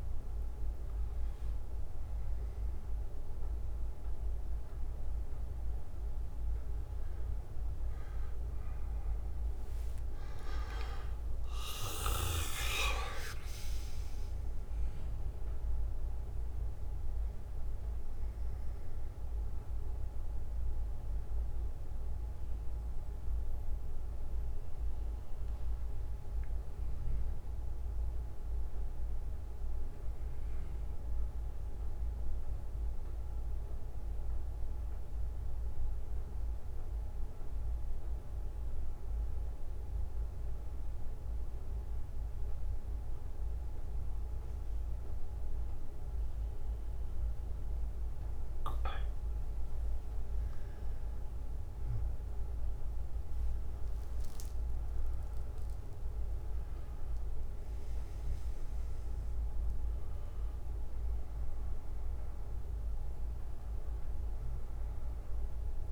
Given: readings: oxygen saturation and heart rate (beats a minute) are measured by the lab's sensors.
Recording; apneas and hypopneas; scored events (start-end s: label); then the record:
a person partly awake in a sleep study, hard to hear, by a room microphone; 1
0.00-4.50 s: oxygen desaturation (device-marked, oxygen 93% lowest, heart rate 46 extreme)
15.50-65.92 s: new sleep stage, N2 (light sleep)
18.50-46.50 s: bradycardia (device-marked, heart rate 61 before, 46 extreme)
22.50-50.50 s: mixed apnea (oxygen 97% before, 93% lowest, heart rate 66 before, 50 extreme, up 19 after)
53.50-59.00 s: arousal
From the record:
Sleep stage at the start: awake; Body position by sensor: on the back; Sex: male